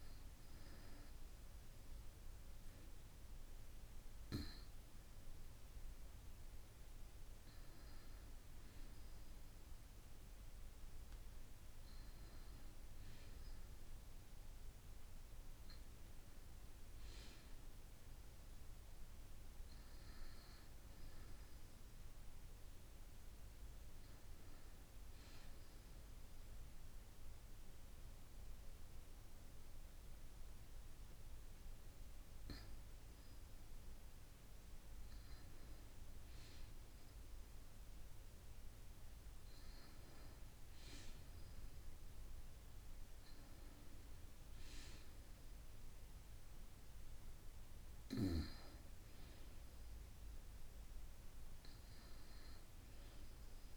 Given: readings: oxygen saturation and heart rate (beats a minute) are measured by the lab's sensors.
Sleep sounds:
breathing in sleep, hard to hear, by a room microphone; none
49.50-52.50 s: arousal
From the record:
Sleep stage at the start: N2 (light sleep); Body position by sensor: on the right side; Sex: female

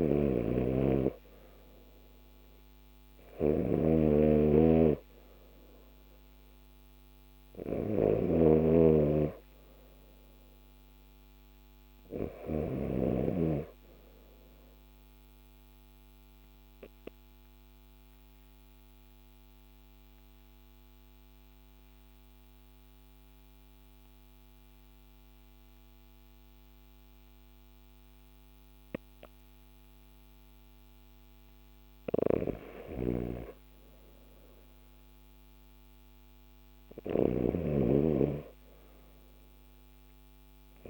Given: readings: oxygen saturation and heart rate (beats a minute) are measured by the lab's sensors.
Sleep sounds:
breathing in sleep by a microphone on the trachea; 1
0.00-12.50 s: snoring (device-marked)
0.00-18.50 s: oxygen desaturation (device-marked, oxygen 86% lowest, heart rate 53 extreme)
15.00-30.00 s: obstructive apnea (oxygen 93% before, 89% lowest, heart rate 59 before, 49 extreme, up 2 after)
33.00-36.00 s: arousal
36.50-40.90 s: snoring (device-marked)
From the record:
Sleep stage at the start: REM sleep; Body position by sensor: on the left side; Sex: male

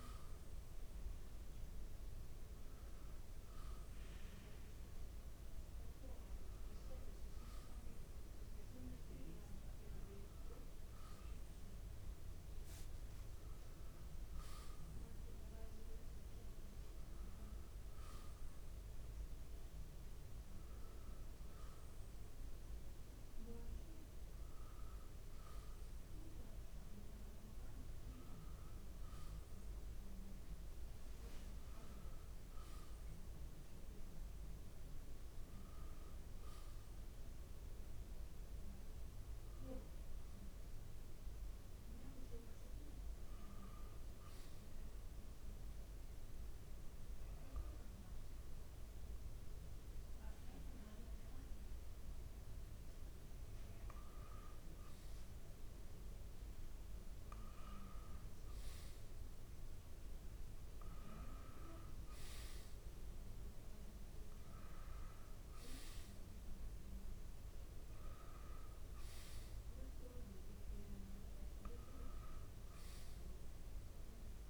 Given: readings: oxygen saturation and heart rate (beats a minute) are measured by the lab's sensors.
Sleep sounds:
breathing in sleep, hard to hear, by a room microphone; 1
39.00-74.50 s: new sleep stage, N2 (light sleep)
42.50-54.00 s: hypopnea (oxygen 92% before, 86% lowest, heart rate 70 before, 69 extreme, up 1 after)
55.00-74.50 s: oxygen desaturation (device-marked, oxygen 91% before, 86% lowest, heart rate 69 before, 69 extreme)
56.00-59.50 s: arousal
From the record:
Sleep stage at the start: N1 (lightest sleep); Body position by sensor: on the back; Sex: male

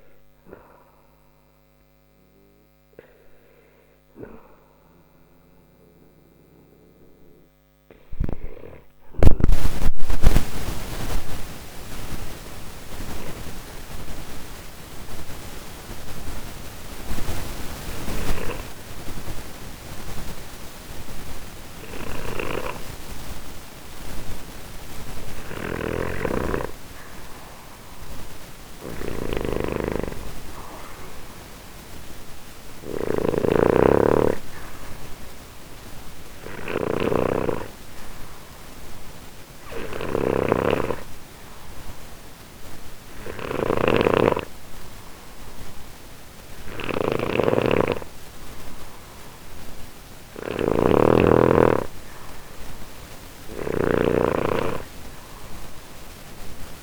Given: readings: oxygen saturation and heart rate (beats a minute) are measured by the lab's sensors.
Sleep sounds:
breathing in sleep by a microphone on the trachea; 2
9.50-24.00 s: obstructive apnea (oxygen 97% before, 93% lowest, heart rate 67 before, 60 extreme, up 0 after)
25.00-56.83 s: snoring (device-marked)
25.50-29.50 s: arousal
33.50-47.50 s: obstructive apnea (oxygen 97% before, 92% lowest, heart rate 60 before, 59 extreme, up 1 after)
36.00-56.83 s: oxygen desaturation (device-marked, oxygen 97% before, 93% lowest, heart rate 60 before, 59 extreme)
51.00-56.83 s: arousal
From the record:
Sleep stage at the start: N2 (light sleep); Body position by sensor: on the back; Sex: male

